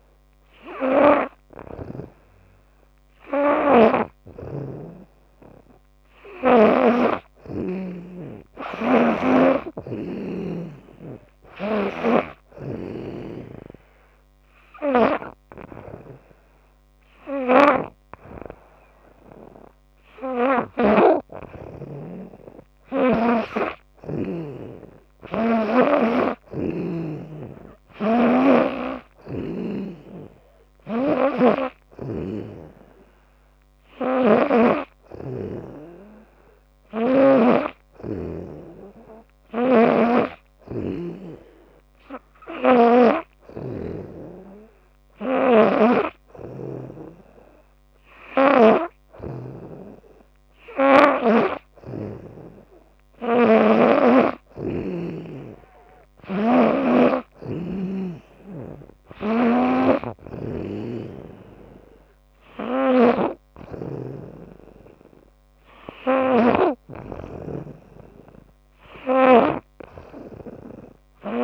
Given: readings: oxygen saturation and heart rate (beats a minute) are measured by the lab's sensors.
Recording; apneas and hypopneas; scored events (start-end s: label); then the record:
breathing in sleep by a microphone on the trachea; none
0.00-6.50 s: snoring (device-marked)
8.50-20.50 s: snoring (device-marked)
27.50-35.00 s: snoring (device-marked)
39.50-46.50 s: snoring (device-marked)
48.50-52.00 s: snoring (device-marked)
59.00-71.44 s: snoring (device-marked)
From the record:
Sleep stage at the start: N3 (deep sleep); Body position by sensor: on the back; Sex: female